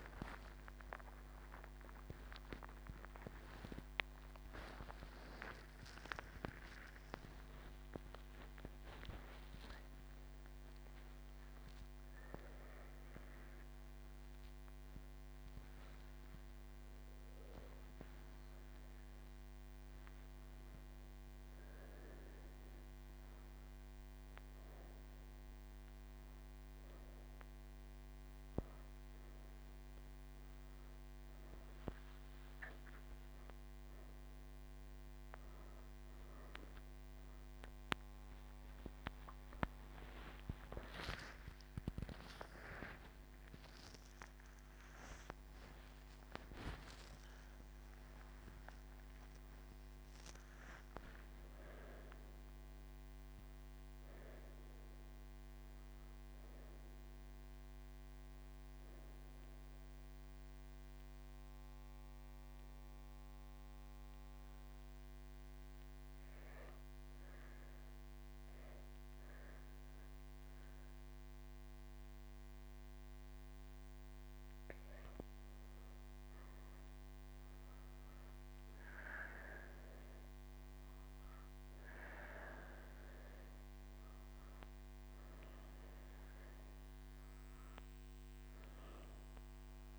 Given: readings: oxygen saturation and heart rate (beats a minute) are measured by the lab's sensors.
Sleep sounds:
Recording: breathing in sleep by a microphone on the trachea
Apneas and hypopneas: 1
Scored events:
29.50-89.99 s: new sleep stage, N3 (deep sleep)
59.50-75.50 s: hypopnea (oxygen 98% before, 91% lowest)
From the record:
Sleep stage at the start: N1 (lightest sleep)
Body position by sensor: on the right side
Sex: female

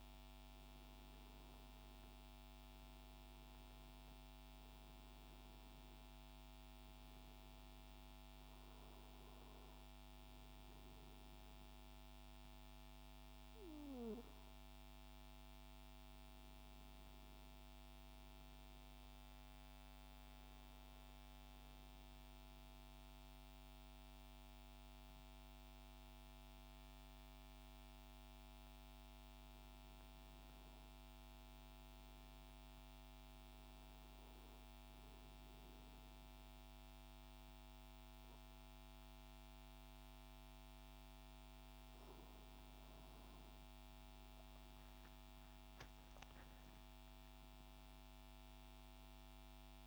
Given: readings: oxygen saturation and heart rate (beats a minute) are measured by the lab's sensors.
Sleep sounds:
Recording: breathing in sleep, hard to hear, by a microphone on the trachea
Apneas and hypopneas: 1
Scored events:
0.00-1.50 s: arousal
0.00-17.00 s: oxygen desaturation (device-marked, oxygen 97% before, 93% lowest, heart rate 67 before, 65 extreme)
19.50-30.50 s: hypopnea (oxygen 97% before, 91% lowest, heart rate 68 before, 65 extreme, up 5 after)
44.00-48.00 s: arousal
From the record:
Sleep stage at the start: N2 (light sleep)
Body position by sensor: on the back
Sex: male

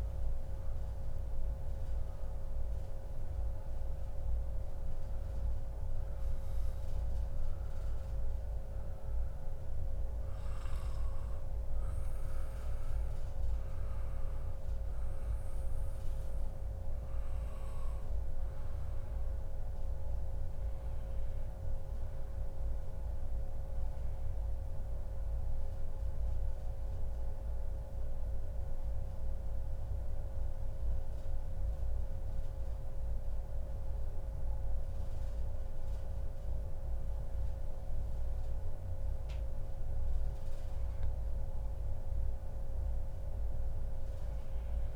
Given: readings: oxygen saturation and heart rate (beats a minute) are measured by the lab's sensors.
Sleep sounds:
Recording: breathing in sleep, hard to hear, by a room microphone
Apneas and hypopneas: 1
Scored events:
0.00-1.00 s: arousal
0.00-26.50 s: oxygen desaturation (device-marked, oxygen 91% lowest, heart rate 92 extreme)
16.00-37.50 s: obstructive apnea (oxygen 97% before, 91% lowest, heart rate 141 before, 92 extreme, up 52 after)
25.00-27.00 s: long interval between heartbeats (device-marked, heart rate 142 before, 134 extreme)
30.50-32.50 s: long interval between heartbeats (device-marked, heart rate 138 before, 97 extreme)
39.00-42.50 s: arousal
From the record:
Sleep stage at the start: N2 (light sleep)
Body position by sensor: on the back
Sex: male

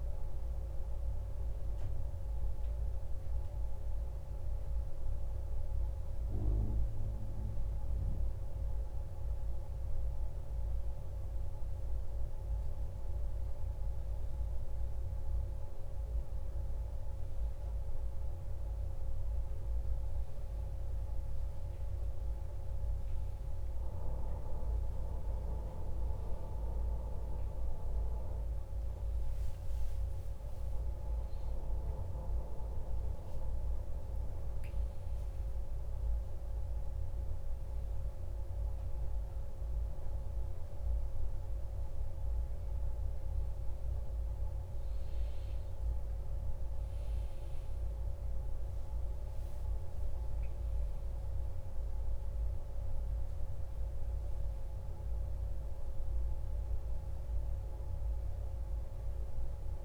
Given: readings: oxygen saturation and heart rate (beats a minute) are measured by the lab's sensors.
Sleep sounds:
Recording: a person awake in a sleep study, hard to hear, by a room microphone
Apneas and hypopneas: none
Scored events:
none scored
From the record:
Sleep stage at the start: awake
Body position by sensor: on the back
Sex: male

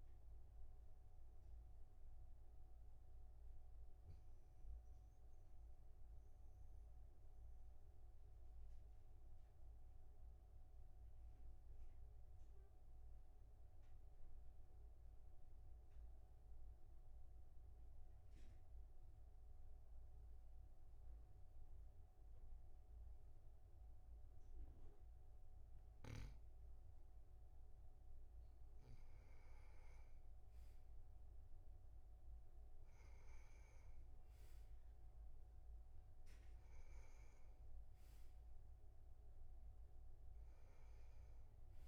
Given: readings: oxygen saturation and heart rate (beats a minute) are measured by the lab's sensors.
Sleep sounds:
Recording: breathing in sleep, hard to hear, by a room microphone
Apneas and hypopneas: 1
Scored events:
1.00-27.00 s: obstructive apnea (oxygen 99% before, 95% lowest, heart rate 49 before, 41 extreme, up 10 after)
29.50-33.50 s: arousal
From the record:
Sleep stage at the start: N2 (light sleep)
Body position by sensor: on the back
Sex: male

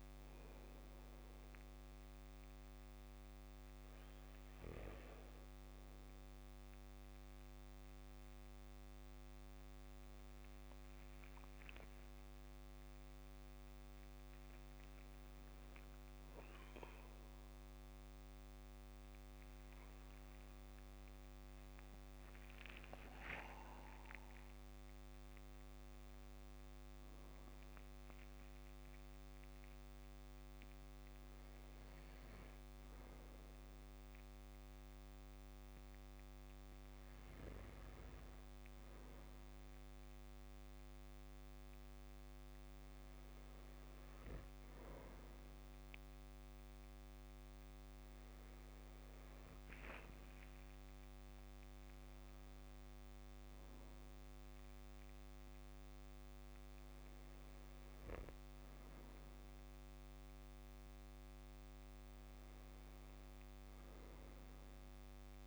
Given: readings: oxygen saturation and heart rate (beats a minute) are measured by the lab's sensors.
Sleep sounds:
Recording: breathing in sleep, hard to hear, by a microphone on the trachea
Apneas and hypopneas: none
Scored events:
21.00-25.00 s: arousal
22.50-24.50 s: long interval between heartbeats (device-marked, heart rate 60 before, 71 extreme)
38.00-65.46 s: new sleep stage, N2 (light sleep)
From the record:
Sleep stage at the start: N1 (lightest sleep)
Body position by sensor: on the back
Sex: male

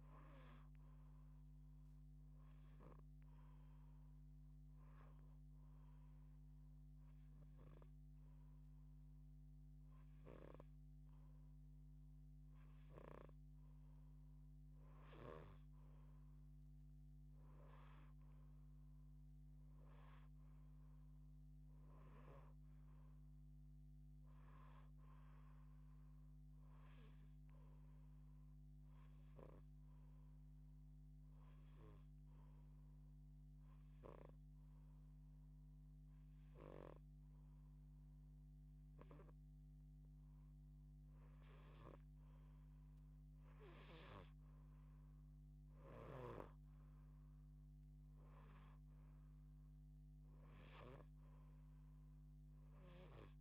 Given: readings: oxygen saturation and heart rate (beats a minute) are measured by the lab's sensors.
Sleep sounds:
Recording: breathing in sleep by a microphone on the trachea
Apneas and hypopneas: 2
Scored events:
5.00-15.00 s: hypopnea (oxygen 91% before, 88% lowest)
17.50-21.50 s: arousal
28.00-40.00 s: hypopnea (oxygen 90% before, 88% lowest)
43.00-47.50 s: arousal
45.00-50.50 s: snoring (device-marked)
From the record:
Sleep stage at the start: N2 (light sleep)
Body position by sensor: on the left side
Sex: female

